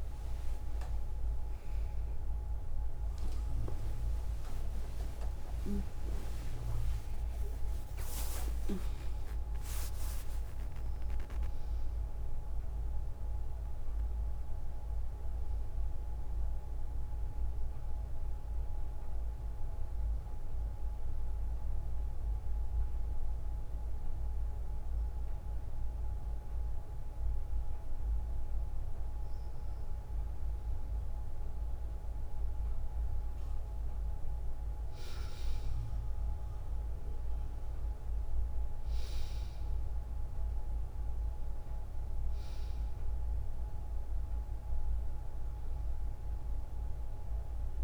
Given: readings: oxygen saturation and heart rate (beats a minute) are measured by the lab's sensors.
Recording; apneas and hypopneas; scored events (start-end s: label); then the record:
a person partly awake in a sleep study, hard to hear, by a room microphone; 1
0.00-3.50 s: oxygen desaturation (device-marked, oxygen 84% lowest, heart rate 60 extreme)
13.50-43.50 s: new sleep stage, N1 (lightest sleep)
20.00-31.00 s: hypopnea (oxygen 100% before, 92% lowest, heart rate 80 before, 59 extreme, up 5 after)
33.00-36.50 s: arousal
34.50-47.84 s: oxygen desaturation (device-marked, oxygen 98% before, 92% lowest, heart rate 61 before, 58 extreme)
43.50-47.84 s: new sleep stage, N2 (light sleep)
From the record:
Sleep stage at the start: awake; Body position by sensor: on the front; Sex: female